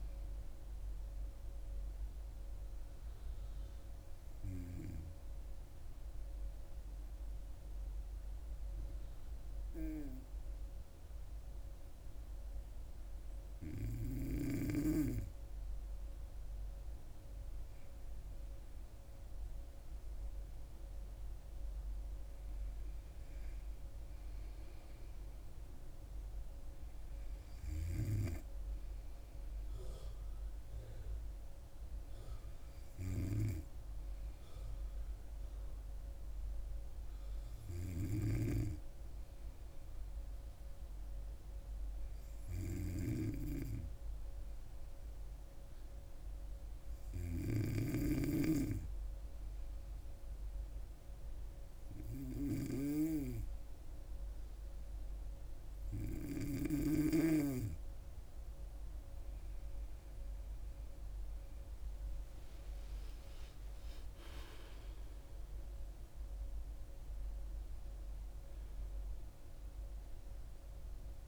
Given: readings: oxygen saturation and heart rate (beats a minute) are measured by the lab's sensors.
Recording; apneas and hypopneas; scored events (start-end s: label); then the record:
breathing in sleep by a room microphone; 2
1.50-16.00 s: hypopnea (oxygen 98% before, 94% lowest, heart rate 69 before, 65 extreme, up 5 after)
17.50-21.50 s: arousal
19.50-31.50 s: oxygen desaturation (device-marked, oxygen 97% before, 94% lowest, heart rate 67 before, 65 extreme)
35.00-57.50 s: hypopnea (oxygen 98% before, 95% lowest, heart rate 70 before, 65 extreme, up 4 after)
61.50-66.50 s: arousal
From the record:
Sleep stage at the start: N2 (light sleep); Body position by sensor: on the back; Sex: female